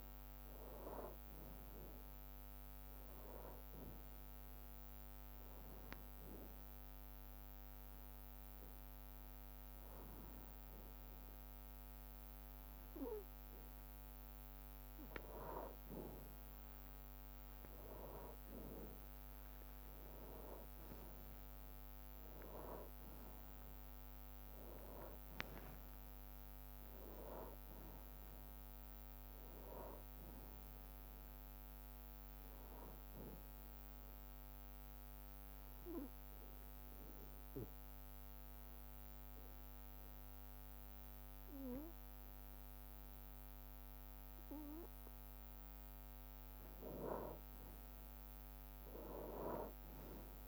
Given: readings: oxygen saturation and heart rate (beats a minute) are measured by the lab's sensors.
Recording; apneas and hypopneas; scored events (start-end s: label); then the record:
breathing in sleep by a microphone on the trachea; 2
0.00-7.50 s: drop in pulse transit time (device-marked, heart rate 63 extreme)
0.00-17.50 s: oxygen desaturation (device-marked, oxygen 90% lowest, heart rate 61 extreme)
5.50-16.00 s: hypopnea (oxygen 95% before, 90% lowest, heart rate 65 before, 61 extreme, up 0 after)
18.50-22.50 s: arousal
35.00-46.00 s: obstructive apnea (oxygen 96% before, 91% lowest, heart rate 63 before, 59 extreme, up 2 after)
41.50-48.50 s: bradycardia (device-marked, heart rate 64 before, 59 extreme)
49.00-50.48 s: arousal
49.50 s: drop in pulse transit time (device-marked)
From the record:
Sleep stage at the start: N2 (light sleep); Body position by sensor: on the back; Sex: male